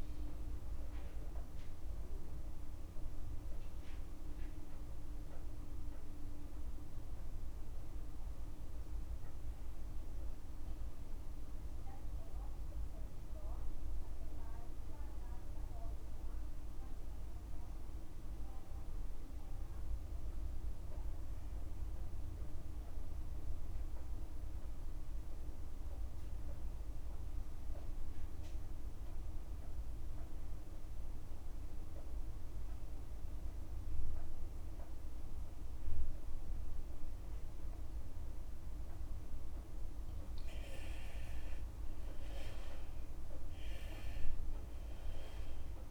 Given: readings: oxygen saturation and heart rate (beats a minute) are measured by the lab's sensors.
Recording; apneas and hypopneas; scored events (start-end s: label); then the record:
breathing in sleep, hard to hear, by a room microphone; 1
0.00-21.50 s: oxygen desaturation (device-marked, oxygen 89% lowest, heart rate 46 extreme)
3.00-39.00 s: mixed apnea (oxygen 96% before, 87% lowest, heart rate 65 before, 46 extreme, up 31 after)
24.50-26.50 s: long interval between heartbeats (device-marked, heart rate 50 before, 51 extreme)
30.50-45.91 s: oxygen desaturation (device-marked, oxygen 98% before, 87% lowest, heart rate 51 before, 39 extreme)
34.50-36.50 s: long interval between heartbeats (device-marked, heart rate 52 before, 55 extreme)
41.00-45.50 s: arousal
From the record:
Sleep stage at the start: N2 (light sleep); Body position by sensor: on the left side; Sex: male